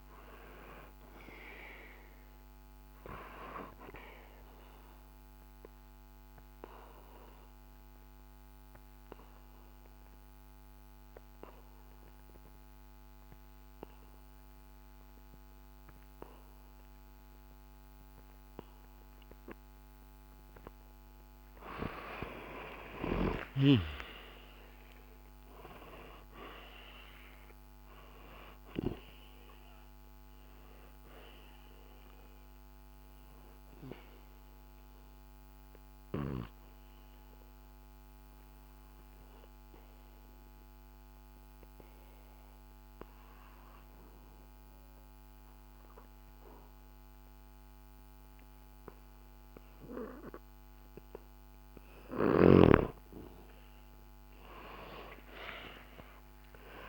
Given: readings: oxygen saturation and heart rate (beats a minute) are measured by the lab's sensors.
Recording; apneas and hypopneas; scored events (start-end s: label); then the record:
breathing in sleep by a microphone on the trachea; 2
0.00-1.00 s: arousal
4.50-20.50 s: obstructive apnea (oxygen 98% before, 92% lowest, heart rate 66 before, 63 extreme, up 4 after)
22.00-27.00 s: arousal
26.00-46.00 s: oxygen desaturation (device-marked, oxygen 96% before, 92% lowest, heart rate 65 before, 64 extreme)
34.50-52.00 s: obstructive apnea (oxygen 97% before, 92% lowest, heart rate 66 before, 65 extreme)
54.50-56.88 s: arousal
From the record:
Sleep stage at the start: REM sleep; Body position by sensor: on the back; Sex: male